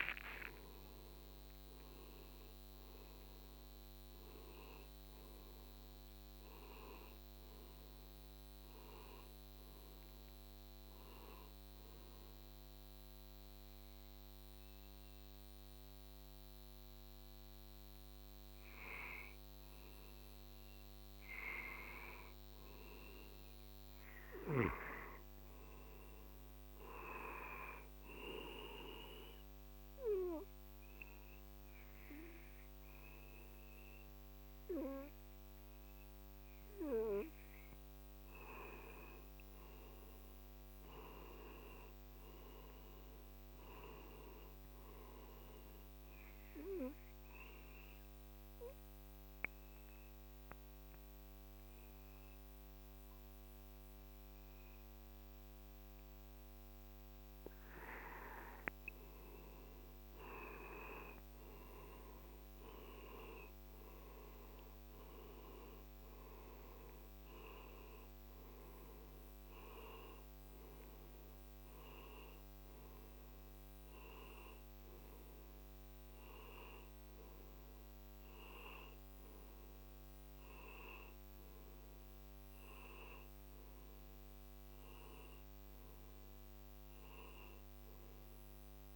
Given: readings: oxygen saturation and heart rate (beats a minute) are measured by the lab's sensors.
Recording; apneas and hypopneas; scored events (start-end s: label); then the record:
breathing in sleep by a microphone on the trachea; 3
0.00-15.00 s: oxygen desaturation (device-marked, oxygen 93% before, 90% lowest, heart rate 56 before, 53 extreme)
11.00-21.50 s: hypopnea (oxygen 93% before, 87% lowest, heart rate 62 before, 53 extreme, up 7 after)
23.00-27.00 s: arousal
29.00-41.00 s: oxygen desaturation (device-marked, oxygen 94% before, 90% lowest, heart rate 56 before, 57 extreme)
29.50-39.50 s: obstructive apnea (oxygen 94% before, 87% lowest, heart rate 56 before, 57 extreme, up 5 after)
41.00-44.00 s: arousal
46.00-56.00 s: oxygen desaturation (device-marked, oxygen 93% before, 89% lowest, heart rate 59 before, 57 extreme)
47.00-58.00 s: obstructive apnea (oxygen 94% before, 87% lowest, heart rate 59 before, 57 extreme, up 6 after)
60.50-64.50 s: arousal
67.00-81.00 s: oxygen desaturation (device-marked, oxygen 93% before, 87% lowest, heart rate 59 before, 57 extreme)
From the record:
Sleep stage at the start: N2 (light sleep); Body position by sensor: on the back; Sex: male